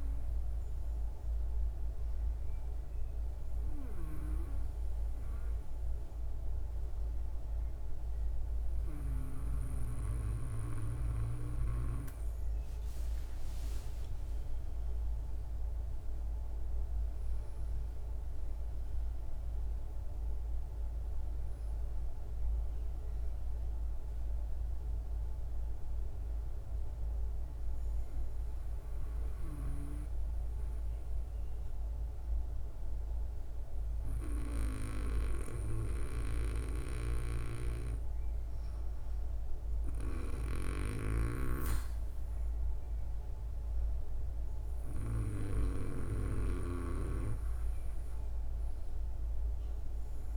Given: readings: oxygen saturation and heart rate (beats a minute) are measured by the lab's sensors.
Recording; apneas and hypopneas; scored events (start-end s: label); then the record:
breathing in sleep by a room microphone; none
8.00-13.00 s: arousal
36.00-50.37 s: new sleep stage, N2 (light sleep)
40.00-46.50 s: snoring (device-marked)
From the record:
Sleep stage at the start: N1 (lightest sleep); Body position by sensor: on the back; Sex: female